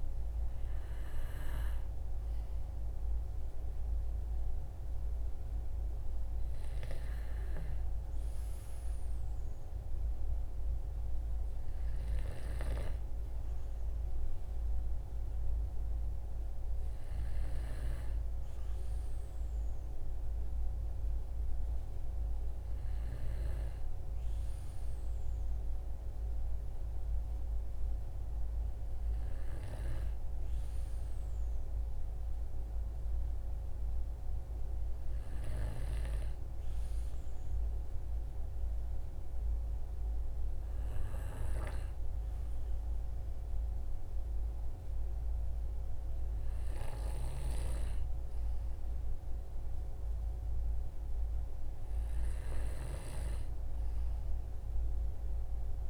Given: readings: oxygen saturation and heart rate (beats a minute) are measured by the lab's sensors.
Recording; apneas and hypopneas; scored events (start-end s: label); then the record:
breathing in sleep by a room microphone; none
none scored
From the record:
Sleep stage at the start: N2 (light sleep); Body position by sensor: on the back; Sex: male